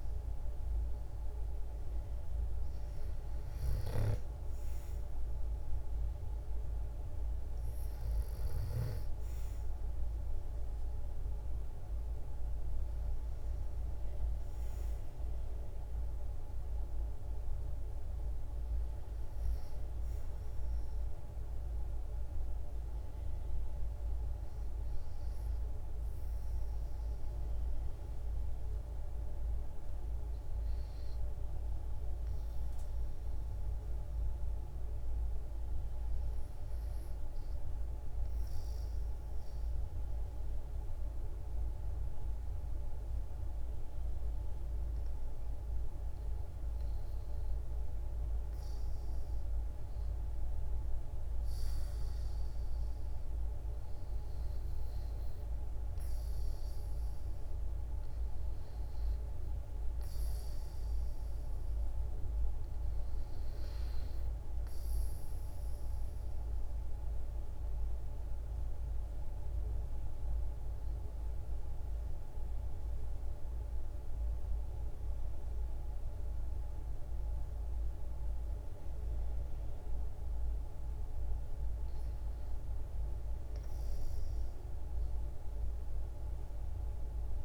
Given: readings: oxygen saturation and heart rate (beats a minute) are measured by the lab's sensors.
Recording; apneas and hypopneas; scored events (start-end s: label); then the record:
breathing in sleep, hard to hear, by a room microphone; 2
0.00-4.50 s: oxygen desaturation (device-marked, oxygen 91% lowest, heart rate 56 extreme)
3.50-7.00 s: arousal
24.50-87.45 s: new sleep stage, REM sleep
38.00-48.50 s: obstructive apnea (oxygen 96% before, 86% lowest, heart rate 58 before, 60 extreme, up 7 after)
40.50-66.50 s: oxygen desaturation (device-marked, oxygen 96% before, 91% lowest, heart rate 58 before, 62 extreme)
50.00-53.50 s: arousal
65.00-80.00 s: obstructive apnea (oxygen 96% before, 82% lowest, heart rate 64 before, 65 extreme, up 2 after)
81.50-86.50 s: arousal
82.50-87.45 s: oxygen desaturation (device-marked, oxygen 93% before, 86% lowest, heart rate 66 before, 68 extreme)
From the record:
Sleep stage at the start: N2 (light sleep); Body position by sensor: on the back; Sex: female